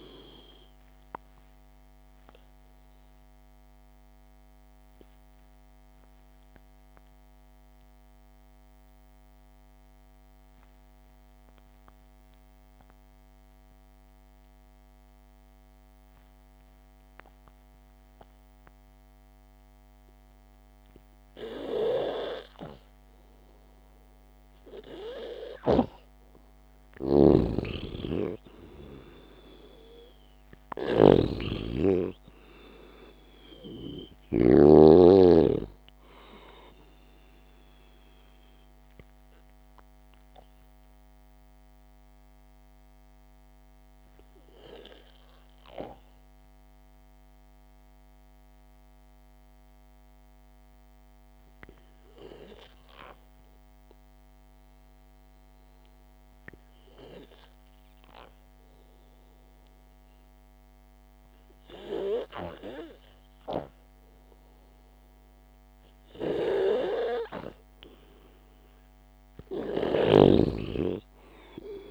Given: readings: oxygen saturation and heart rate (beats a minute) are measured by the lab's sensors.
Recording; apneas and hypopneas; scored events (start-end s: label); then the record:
breathing in sleep by a microphone on the trachea; 2
4.00-21.50 s: obstructive apnea (oxygen 97% before, 90% lowest, heart rate 60 before, 53 extreme, up 0 after)
10.00-23.00 s: oxygen desaturation (device-marked, oxygen 95% before, 90% lowest, heart rate 57 before, 53 extreme)
24.00-27.00 s: arousal
27.50-35.00 s: snoring (device-marked)
29.00-31.00 s: long interval between heartbeats (device-marked, heart rate 59 before, 54 extreme)
40.00-56.50 s: obstructive apnea (oxygen 96% before, 91% lowest, heart rate 57 before, 50 extreme, up 1 after)
52.00-59.00 s: oxygen desaturation (device-marked, oxygen 94% before, 91% lowest, heart rate 62 before, 50 extreme)
58.00-60.50 s: arousal
70.00-71.91 s: snoring (device-marked)
From the record:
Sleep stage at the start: N2 (light sleep); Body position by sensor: on the back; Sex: male